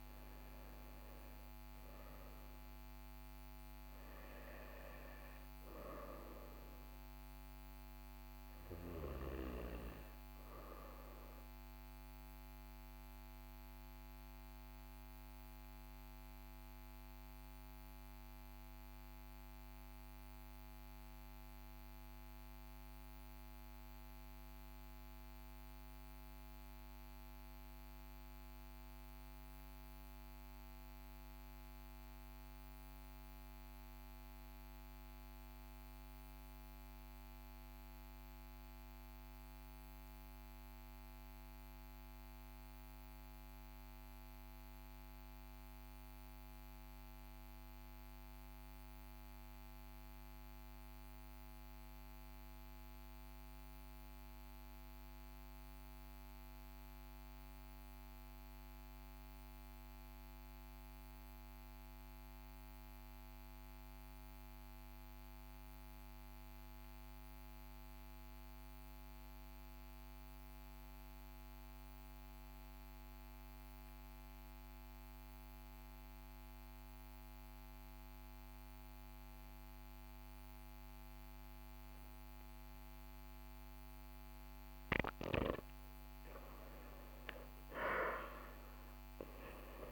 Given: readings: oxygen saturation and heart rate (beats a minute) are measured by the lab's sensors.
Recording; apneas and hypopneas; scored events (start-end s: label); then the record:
breathing in sleep, hard to hear, by a microphone on the trachea; 1
0.00-22.50 s: oxygen desaturation (device-marked, oxygen 81% lowest, heart rate 42 extreme)
13.00-85.50 s: obstructive apnea (oxygen 90% before, 75% lowest, heart rate 50 before, 42 extreme, up 11 after)
48.50-89.92 s: oxygen desaturation (device-marked, oxygen 99% before, 75% lowest, heart rate 42 before, 42 extreme)
87.50-89.92 s: arousal
From the record:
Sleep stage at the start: REM sleep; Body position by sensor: on the right side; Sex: male